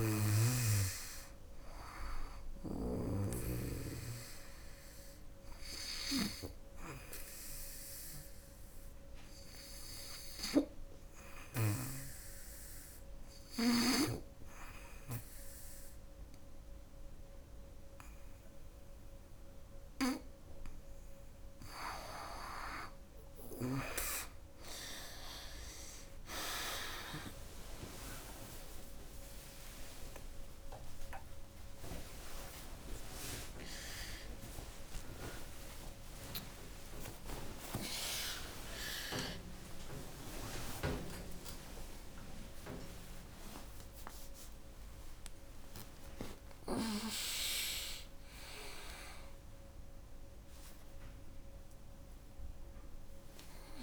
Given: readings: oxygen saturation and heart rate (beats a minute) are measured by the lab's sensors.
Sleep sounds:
a person awake in a sleep study, by a room microphone; 1
0.00-2.50 s: snoring (device-marked)
7.00-21.00 s: hypopnea (oxygen 98% before, 93% lowest, heart rate 86 before, 75 extreme, up 22 after)
25.00-53.83 s: new sleep stage, awake
26.50-28.50 s: long interval between heartbeats (device-marked, heart rate 79 before, 96 extreme)
27.00-37.00 s: tachycardia (device-marked, heart rate 80 before, 120 extreme)
31.00-33.00 s: long interval between heartbeats (device-marked, heart rate 84 before, 112 extreme)
34.00-36.00 s: long interval between heartbeats (device-marked, heart rate 89 before, 117 extreme)
36.50-38.50 s: long interval between heartbeats (device-marked, heart rate 93 before, 113 extreme)
38.00-42.00 s: oxygen desaturation (device-marked, oxygen 97% before, 93% lowest, heart rate 97 before, 80 extreme)
42.00-49.00 s: tachycardia (device-marked, heart rate 81 before, 137 extreme)
42.50-44.50 s: long interval between heartbeats (device-marked, heart rate 100 before, 85 extreme)
From the record:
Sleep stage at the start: N2 (light sleep); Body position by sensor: on the back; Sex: female

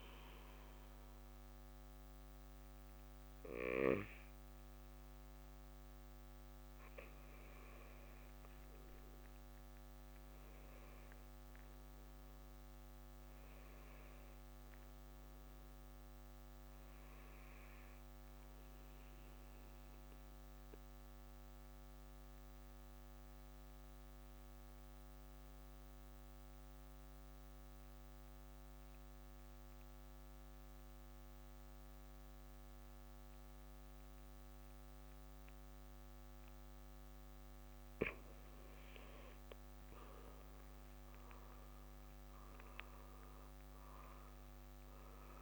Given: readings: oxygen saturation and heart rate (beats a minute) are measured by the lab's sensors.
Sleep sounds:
breathing in sleep, hard to hear, by a microphone on the trachea; 1
19.50-37.00 s: central apnea (oxygen 97% before, 94% lowest, heart rate 63 before, 58 extreme, up 12 after)
39.50-43.00 s: arousal
41.00-45.42 s: oxygen desaturation (device-marked, oxygen 98% before, 94% lowest, heart rate 60 before, 59 extreme)
From the record:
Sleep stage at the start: N2 (light sleep); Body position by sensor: on the right side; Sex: male

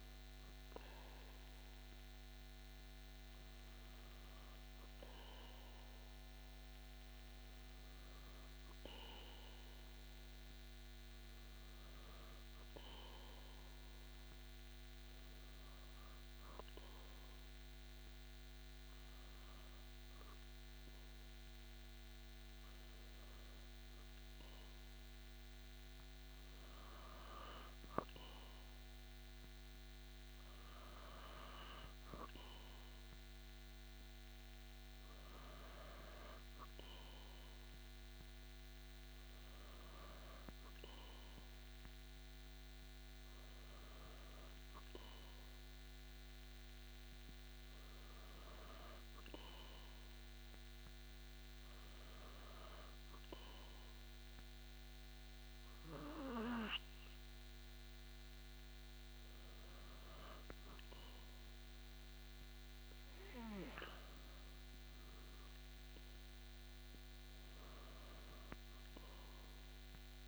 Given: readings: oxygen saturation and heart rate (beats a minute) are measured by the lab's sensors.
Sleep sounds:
breathing in sleep by a microphone on the trachea; 2
14.50-26.50 s: hypopnea (oxygen 96% before, 95% lowest)
31.50-35.50 s: arousal
50.00-62.00 s: hypopnea (oxygen 96% before, 95% lowest)
64.50-68.00 s: arousal
From the record:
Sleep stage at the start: N2 (light sleep); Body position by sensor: on the back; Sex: male

